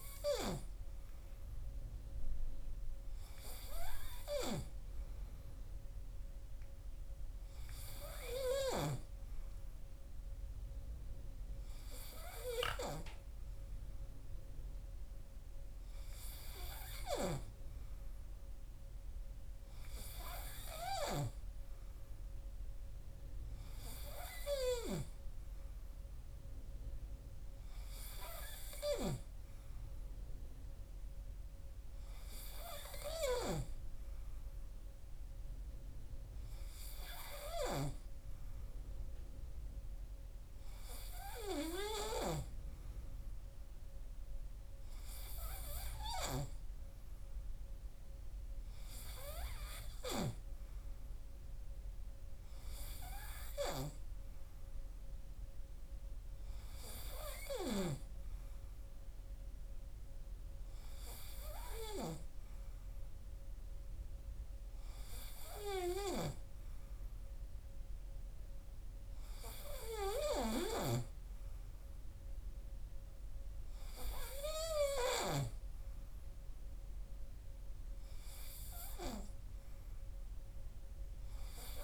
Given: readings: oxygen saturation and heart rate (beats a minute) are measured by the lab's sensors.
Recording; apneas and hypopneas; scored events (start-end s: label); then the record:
breathing in sleep by a room microphone; none
none scored
From the record:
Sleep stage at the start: N3 (deep sleep); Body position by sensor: on the right side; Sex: male